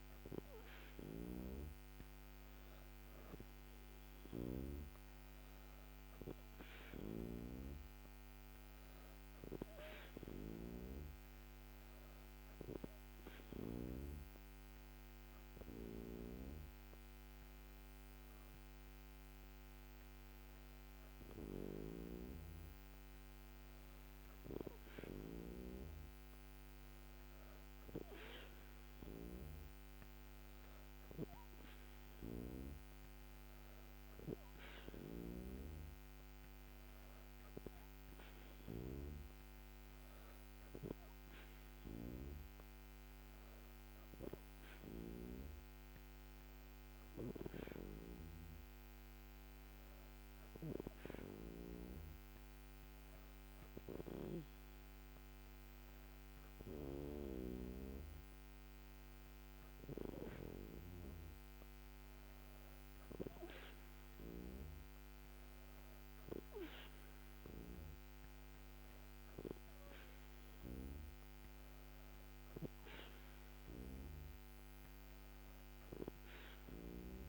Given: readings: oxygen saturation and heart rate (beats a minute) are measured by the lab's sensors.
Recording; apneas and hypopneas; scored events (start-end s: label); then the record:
breathing in sleep by a microphone on the trachea; none
none scored
From the record:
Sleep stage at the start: N2 (light sleep); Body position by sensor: on the back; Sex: female